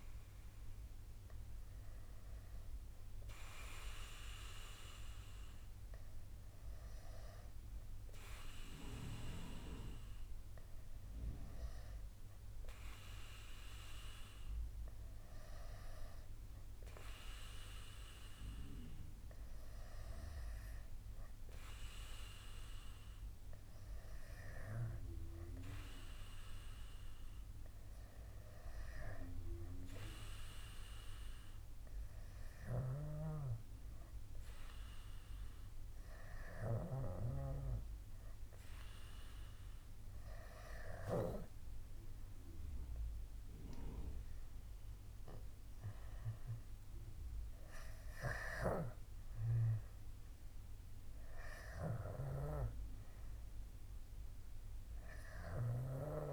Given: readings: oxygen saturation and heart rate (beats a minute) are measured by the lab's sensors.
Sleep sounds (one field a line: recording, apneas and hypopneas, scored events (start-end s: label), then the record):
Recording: breathing in sleep by a room microphone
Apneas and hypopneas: 1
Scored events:
25.00-37.00 s: hypopnea (oxygen 99% before, 95% lowest, heart rate 67 before, 65 extreme, up 12 after)
40.50-43.50 s: arousal
From the record:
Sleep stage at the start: N2 (light sleep)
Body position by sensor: on the back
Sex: male